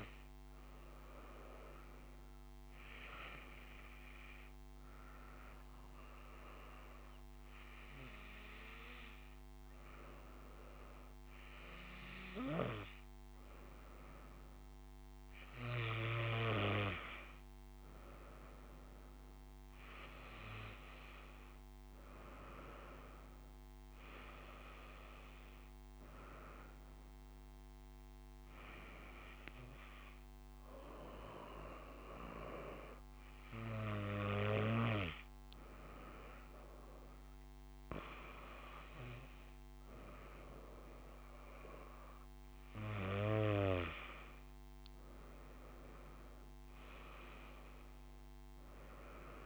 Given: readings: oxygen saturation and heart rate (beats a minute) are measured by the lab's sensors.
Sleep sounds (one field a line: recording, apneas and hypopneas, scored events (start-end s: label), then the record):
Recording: breathing in sleep by a microphone on the trachea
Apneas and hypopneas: none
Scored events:
none scored
From the record:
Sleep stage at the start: N2 (light sleep)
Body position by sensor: on the front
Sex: female